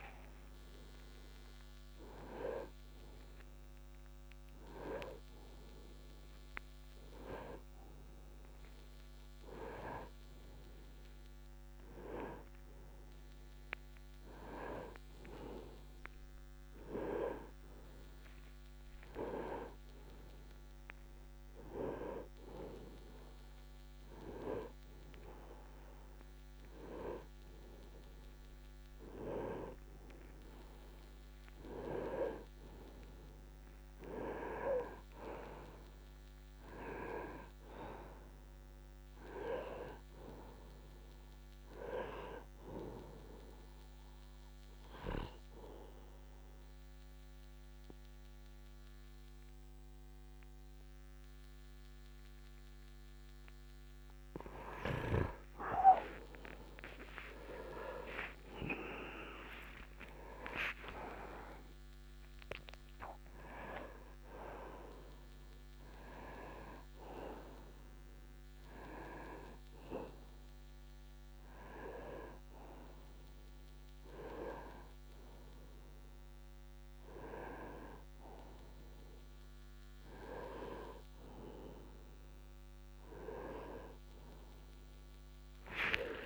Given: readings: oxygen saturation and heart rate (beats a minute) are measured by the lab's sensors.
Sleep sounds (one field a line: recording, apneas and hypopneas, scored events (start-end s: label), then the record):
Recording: a person awake in a sleep study, by a microphone on the trachea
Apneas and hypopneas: none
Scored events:
4.00-10.00 s: oxygen desaturation (device-marked, oxygen 95% before, 91% lowest, heart rate 74 before, 69 extreme)
63.00-79.00 s: oxygen desaturation (device-marked, oxygen 96% before, 91% lowest, heart rate 69 before, 70 extreme)
From the record:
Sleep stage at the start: awake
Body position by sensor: on the right side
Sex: male